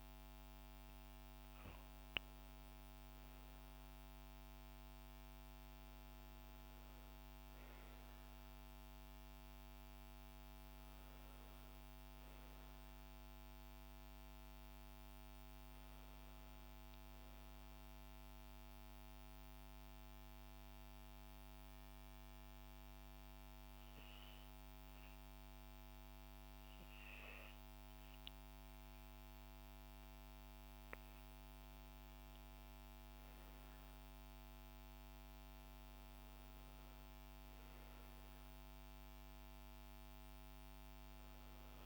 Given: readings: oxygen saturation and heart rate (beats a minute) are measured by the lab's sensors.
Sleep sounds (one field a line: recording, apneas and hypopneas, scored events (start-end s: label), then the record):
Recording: breathing in sleep, hard to hear, by a microphone on the trachea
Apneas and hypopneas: 1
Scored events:
18.00-31.00 s: hypopnea (oxygen 97% before, 93% lowest, heart rate 63 before, 57 extreme, up 8 after)
18.00-41.86 s: new sleep stage, N2 (light sleep)
34.00-37.50 s: arousal
37.00-41.86 s: oxygen desaturation (device-marked, oxygen 96% before, 93% lowest, heart rate 61 before, 56 extreme)
From the record:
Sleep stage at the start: N1 (lightest sleep)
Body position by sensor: on the back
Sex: female